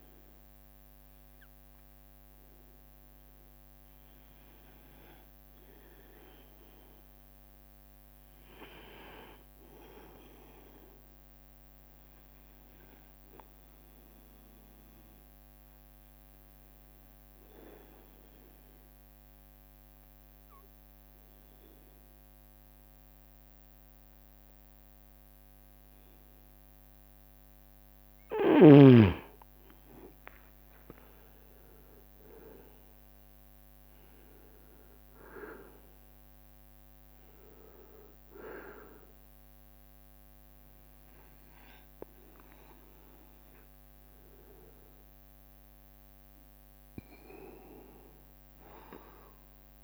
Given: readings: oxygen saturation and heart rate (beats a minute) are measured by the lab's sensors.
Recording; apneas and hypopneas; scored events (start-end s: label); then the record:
breathing in sleep by a microphone on the trachea; 1
0.00-8.50 s: oxygen desaturation (device-marked, oxygen 91% lowest, heart rate 70 extreme)
10.00-12.50 s: leg movement (device-marked)
12.50-28.00 s: obstructive apnea (oxygen 95% before, 89% lowest, heart rate 71 before, 69 extreme, up 5 after)
18.00-21.00 s: leg movement (device-marked)
23.00-24.50 s: leg movement (device-marked)
29.00-33.50 s: leg movement (device-marked)
29.00-34.00 s: arousal
35.50-49.84 s: oxygen desaturation (device-marked, oxygen 94% before, 89% lowest, heart rate 72 before, 68 extreme)
From the record:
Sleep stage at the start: N2 (light sleep); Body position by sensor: on the right side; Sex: male